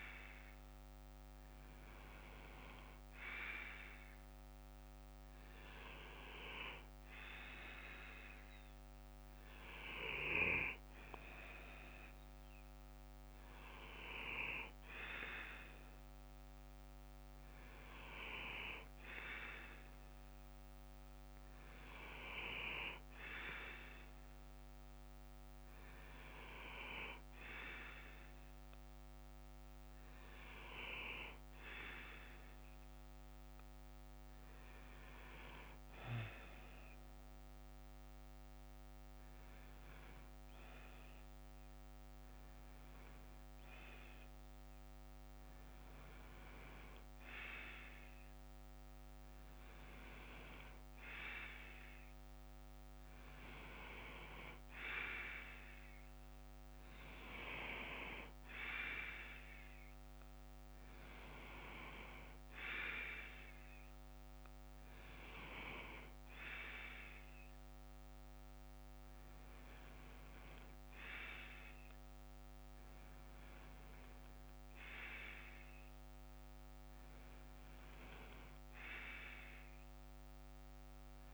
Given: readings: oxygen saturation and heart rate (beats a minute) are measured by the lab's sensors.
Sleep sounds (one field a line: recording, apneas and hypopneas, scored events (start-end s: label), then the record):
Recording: breathing in sleep by a microphone on the trachea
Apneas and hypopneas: none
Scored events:
0.00-5.00 s: bradycardia (device-marked, heart rate 57 extreme)
16.00-19.00 s: bradycardia (device-marked, heart rate 61 before, 60 extreme)
20.00-22.00 s: bradycardia (device-marked, heart rate 61 before, 59 extreme)
41.00-54.00 s: bradycardia (device-marked, heart rate 61 before, 48 extreme)
59.00-81.34 s: bradycardia (device-marked, heart rate 61 before, 55 extreme)
From the record:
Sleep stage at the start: N2 (light sleep)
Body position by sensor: on the left side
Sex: male